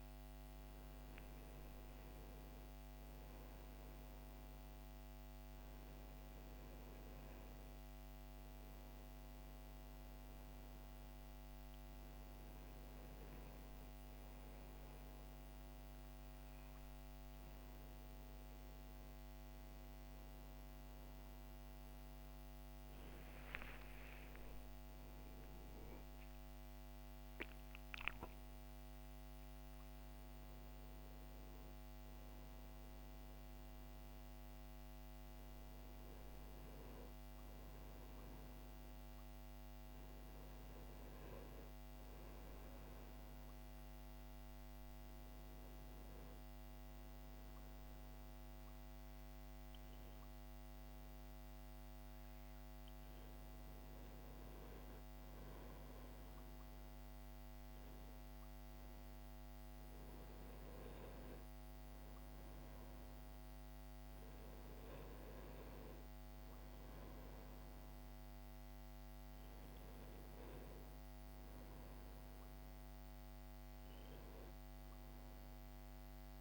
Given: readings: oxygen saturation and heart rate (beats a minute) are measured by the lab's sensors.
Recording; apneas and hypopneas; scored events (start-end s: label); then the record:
a person partly awake in a sleep study, hard to hear, by a microphone on the trachea; none
22.50-76.41 s: new sleep stage, N1 (lightest sleep)
From the record:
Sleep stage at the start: awake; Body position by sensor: on the right side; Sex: male